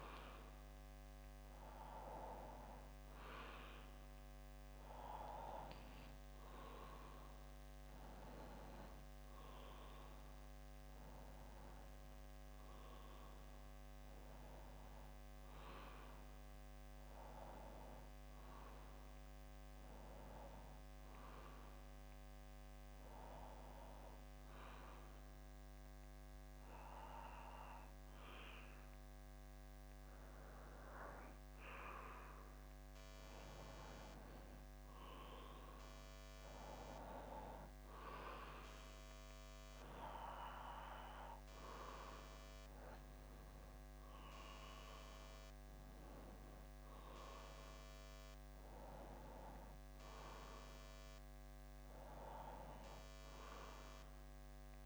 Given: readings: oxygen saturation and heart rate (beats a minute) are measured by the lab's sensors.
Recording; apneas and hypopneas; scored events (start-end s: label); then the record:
breathing in sleep by a microphone on the trachea; none
none scored
From the record:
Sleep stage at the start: N2 (light sleep); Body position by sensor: on the back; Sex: male